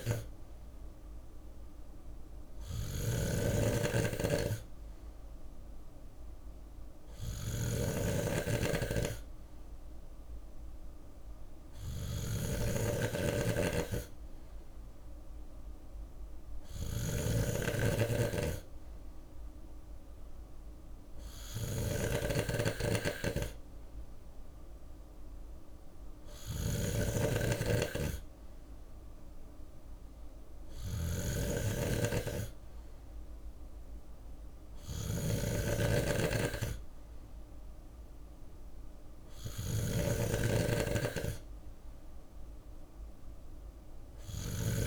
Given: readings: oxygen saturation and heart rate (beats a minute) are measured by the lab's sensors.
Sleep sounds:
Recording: breathing in sleep by a room microphone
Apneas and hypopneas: none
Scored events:
0.00-44.87 s: snoring (device-marked)
From the record:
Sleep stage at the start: N3 (deep sleep)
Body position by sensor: on the left side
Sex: male

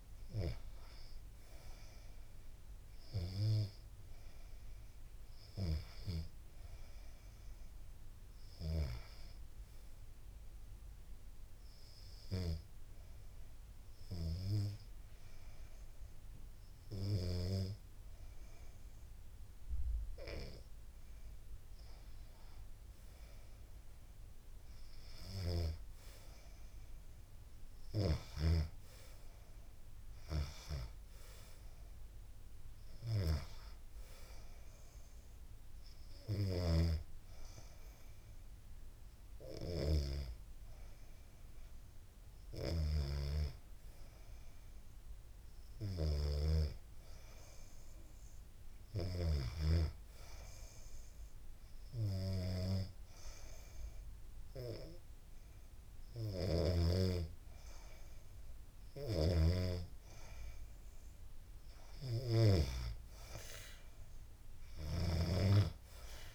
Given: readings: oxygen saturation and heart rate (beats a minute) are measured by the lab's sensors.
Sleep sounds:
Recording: breathing in sleep by a room microphone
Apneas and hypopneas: 1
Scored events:
0.00-6.50 s: oxygen desaturation (device-marked, oxygen 86% lowest, heart rate 68 extreme)
9.00-20.00 s: obstructive apnea (oxygen 98% before, 93% lowest, heart rate 84 before, 75 extreme, up 2 after)
20.50-23.00 s: arousal
35.00-42.00 s: snoring (device-marked)
From the record:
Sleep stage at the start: N2 (light sleep)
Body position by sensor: on the back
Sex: female

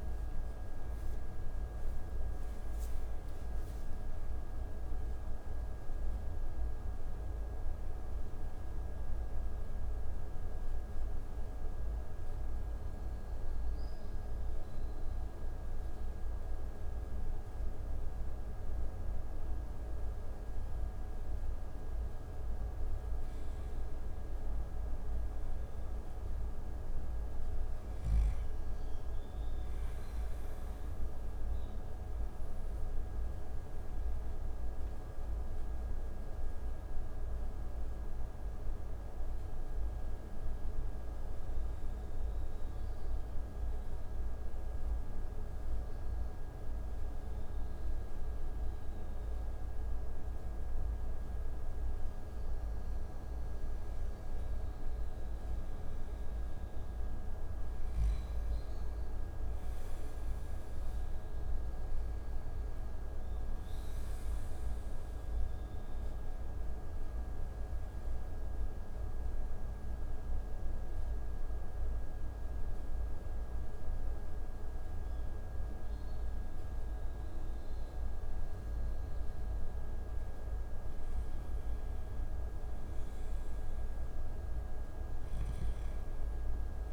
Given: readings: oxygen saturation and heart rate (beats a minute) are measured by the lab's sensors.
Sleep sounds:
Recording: breathing in sleep, hard to hear, by a room microphone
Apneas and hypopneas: 3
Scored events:
0.00-2.00 s: arousal
9.00-22.50 s: obstructive apnea (oxygen 96% before, 91% lowest)
27.00-86.93 s: new sleep stage, N2 (light sleep)
28.00-32.50 s: arousal
37.00-52.00 s: oxygen desaturation (device-marked, oxygen 96% before, 92% lowest)
38.50-52.00 s: central apnea (oxygen 96% before, 91% lowest)
57.50-61.50 s: arousal
65.00-84.00 s: oxygen desaturation (device-marked, oxygen 96% before, 91% lowest)
65.50-80.50 s: central apnea (oxygen 96% before, 91% lowest)
84.00-86.93 s: arousal
From the record:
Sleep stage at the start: N1 (lightest sleep)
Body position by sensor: on the back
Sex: male

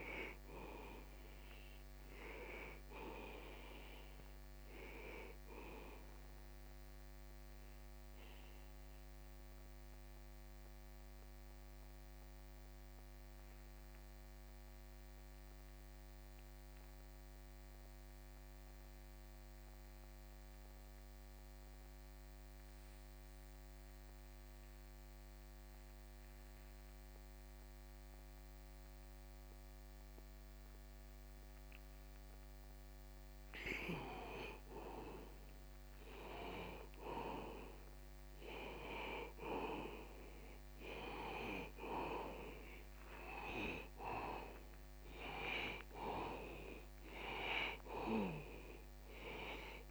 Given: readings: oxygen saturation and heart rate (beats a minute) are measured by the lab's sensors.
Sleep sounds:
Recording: breathing in sleep by a microphone on the trachea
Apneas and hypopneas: 1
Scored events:
0.00-26.50 s: oxygen desaturation (device-marked, oxygen 86% lowest)
9.00-34.50 s: mixed apnea (oxygen 97% before, 85% lowest, heart rate 57 before, 60 extreme, up 1 after)
36.50-39.50 s: arousal
39.50-49.91 s: oxygen desaturation (device-marked, oxygen 97% before, 85% lowest)
From the record:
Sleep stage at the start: N2 (light sleep)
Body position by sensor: on the back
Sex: male

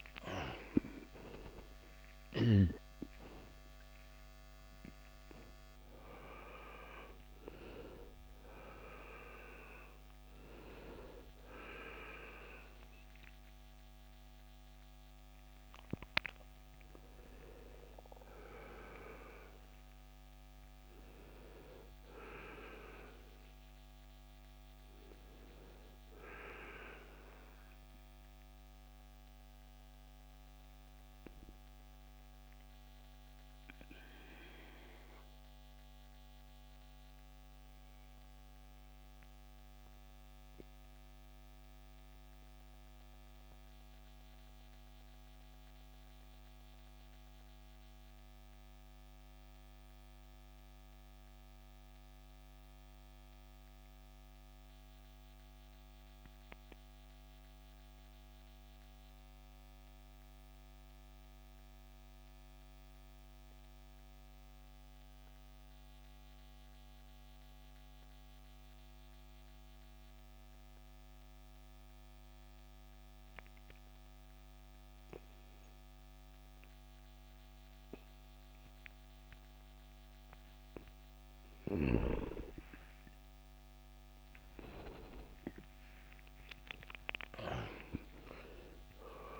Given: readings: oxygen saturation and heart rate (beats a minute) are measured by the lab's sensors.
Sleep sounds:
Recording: breathing in sleep by a microphone on the trachea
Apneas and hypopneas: 1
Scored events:
0.00-36.50 s: oxygen desaturation (device-marked, oxygen 80% lowest, heart rate 59 extreme)
32.00-81.00 s: mixed apnea (oxygen 93% before, 80% lowest, heart rate 83 before, 44 extreme, up 24 after)
76.50-89.40 s: oxygen desaturation (device-marked, oxygen 97% before, 89% lowest, heart rate 53 before, 64 extreme)
82.50-88.00 s: arousal
From the record:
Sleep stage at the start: N2 (light sleep)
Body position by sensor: on the back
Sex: male

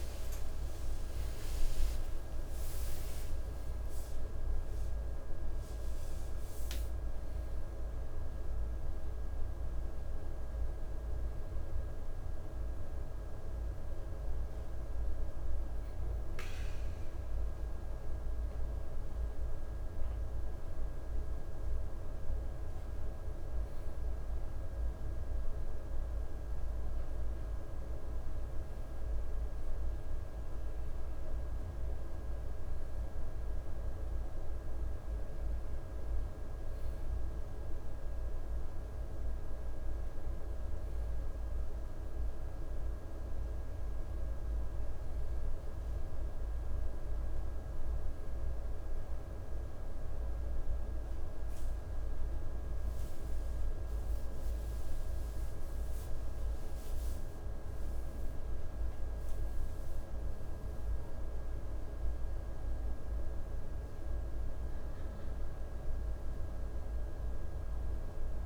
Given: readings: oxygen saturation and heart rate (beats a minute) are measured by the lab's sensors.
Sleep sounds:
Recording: breathing in sleep, hard to hear, by a room microphone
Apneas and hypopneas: 1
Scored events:
0.00-2.00 s: arousal
13.00-24.00 s: hypopnea (oxygen 97% before, 95% lowest, heart rate 78 before, 65 extreme, up 2 after)
26.50-30.00 s: arousal
57.00-68.46 s: new sleep stage, N2 (light sleep)
From the record:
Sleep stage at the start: N1 (lightest sleep)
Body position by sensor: on the right side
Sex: male

